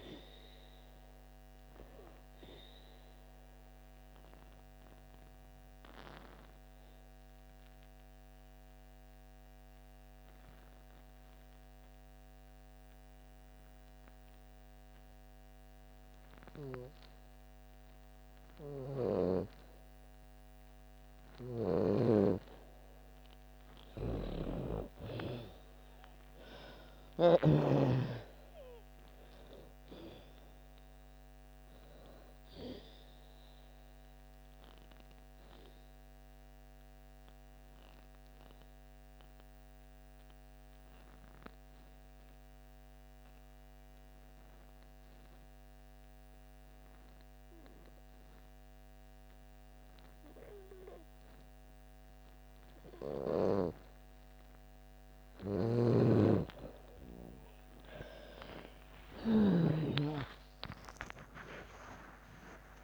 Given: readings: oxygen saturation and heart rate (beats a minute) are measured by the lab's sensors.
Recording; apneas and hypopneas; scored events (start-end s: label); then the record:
breathing in sleep by a microphone on the trachea; 2
0.00-17.00 s: oxygen desaturation (device-marked, oxygen 84% lowest)
3.00-22.00 s: obstructive apnea (oxygen 98% before, 83% lowest)
21.00-27.00 s: snoring (device-marked)
23.00-48.00 s: oxygen desaturation (device-marked, oxygen 97% before, 86% lowest)
25.00-29.50 s: arousal
33.00-53.50 s: obstructive apnea (oxygen 97% before, 83% lowest)
54.00-62.84 s: oxygen desaturation (device-marked, oxygen 97% before, 83% lowest)
55.00-59.50 s: snoring (device-marked)
57.50-62.00 s: arousal
From the record:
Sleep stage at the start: N2 (light sleep); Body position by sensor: on the back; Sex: female